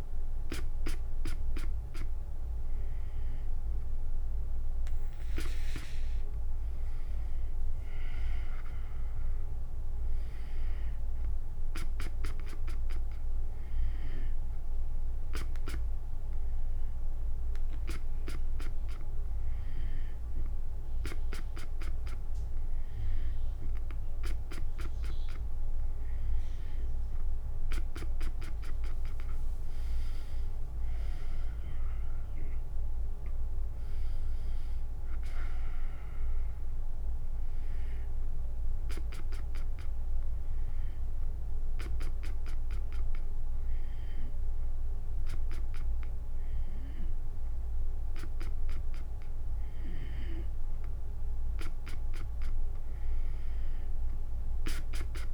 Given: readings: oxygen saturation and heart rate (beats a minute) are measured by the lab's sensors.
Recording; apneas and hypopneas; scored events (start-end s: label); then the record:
breathing in sleep by a room microphone; none
30.50-34.50 s: arousal
From the record:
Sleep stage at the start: N2 (light sleep); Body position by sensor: on the back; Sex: female